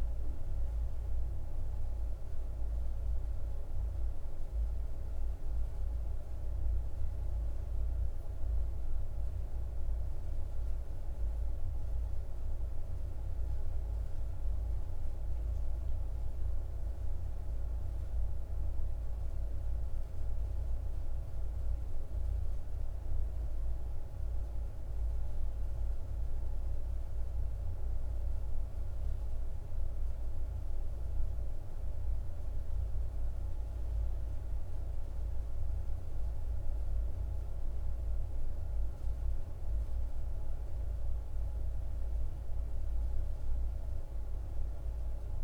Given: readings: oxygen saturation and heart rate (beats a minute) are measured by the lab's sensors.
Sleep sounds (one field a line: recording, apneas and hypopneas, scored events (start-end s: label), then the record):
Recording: breathing in sleep, hard to hear, by a room microphone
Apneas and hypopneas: none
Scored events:
none scored
From the record:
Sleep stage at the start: N2 (light sleep)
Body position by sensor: on the right side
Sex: male